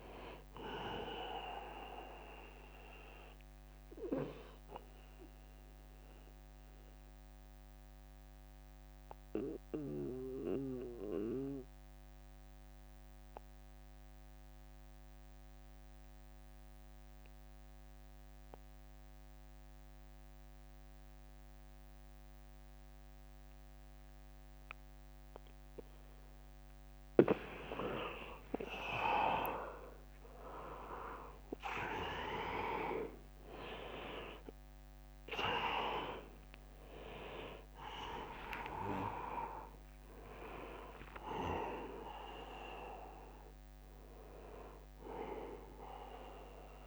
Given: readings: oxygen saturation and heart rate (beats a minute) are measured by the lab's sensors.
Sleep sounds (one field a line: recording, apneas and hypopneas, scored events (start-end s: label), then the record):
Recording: breathing in sleep by a microphone on the trachea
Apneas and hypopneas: 1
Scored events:
0.00-14.50 s: oxygen desaturation (device-marked, oxygen 87% lowest, heart rate 70 extreme)
4.00-25.00 s: mixed apnea (oxygen 100% before, 85% lowest, heart rate 79 before, 70 extreme, up 15 after)
27.50-31.50 s: arousal
31.50-45.50 s: drop in pulse transit time (device-marked, heart rate 76 before, 79 extreme)
31.50-46.87 s: oxygen desaturation (device-marked, oxygen 100% before, 85% lowest, heart rate 76 before, 72 extreme)
From the record:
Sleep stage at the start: N2 (light sleep)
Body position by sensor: on the back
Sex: male